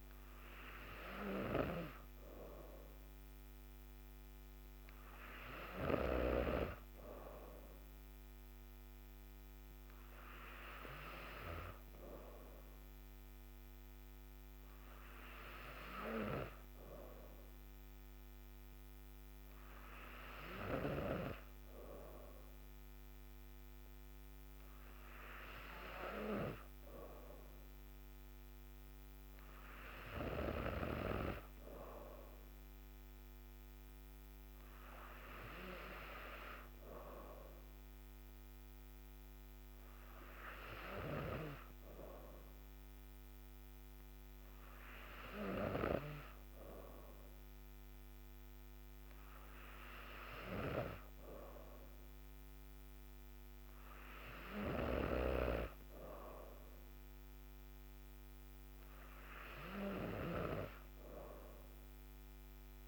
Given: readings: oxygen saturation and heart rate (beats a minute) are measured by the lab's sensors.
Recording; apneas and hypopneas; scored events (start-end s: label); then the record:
breathing in sleep by a microphone on the trachea; none
none scored
From the record:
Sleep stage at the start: N3 (deep sleep); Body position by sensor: on the back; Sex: female